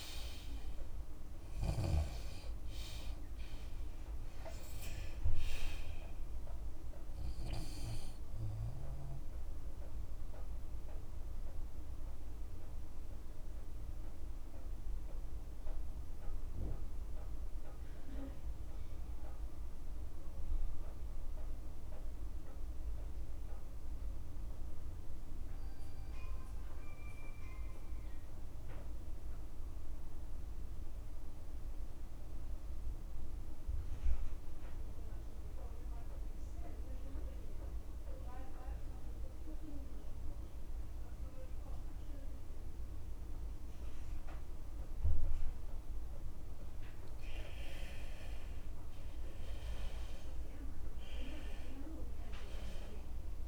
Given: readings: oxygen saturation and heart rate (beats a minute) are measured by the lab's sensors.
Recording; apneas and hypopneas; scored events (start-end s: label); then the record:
breathing in sleep by a room microphone; 1
0.00-28.00 s: oxygen desaturation (device-marked, oxygen 98% before, 88% lowest, heart rate 55 before, 50 extreme)
1.50-3.50 s: long interval between heartbeats (device-marked, heart rate 55 before, 66 extreme)
4.50-6.50 s: long interval between heartbeats (device-marked, heart rate 58 before, 84 extreme)
8.00-10.00 s: long interval between heartbeats (device-marked, heart rate 65 before, 79 extreme)
10.00-47.50 s: obstructive apnea (oxygen 98% before, 86% lowest, heart rate 67 before, 50 extreme, up 18 after)
43.00-53.48 s: oxygen desaturation (device-marked, oxygen 96% before, 86% lowest, heart rate 52 before, 52 extreme)
49.50-53.48 s: arousal
51.00-53.00 s: long interval between heartbeats (device-marked, heart rate 54 before, 67 extreme)
From the record:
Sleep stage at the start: N2 (light sleep); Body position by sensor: on the left side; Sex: male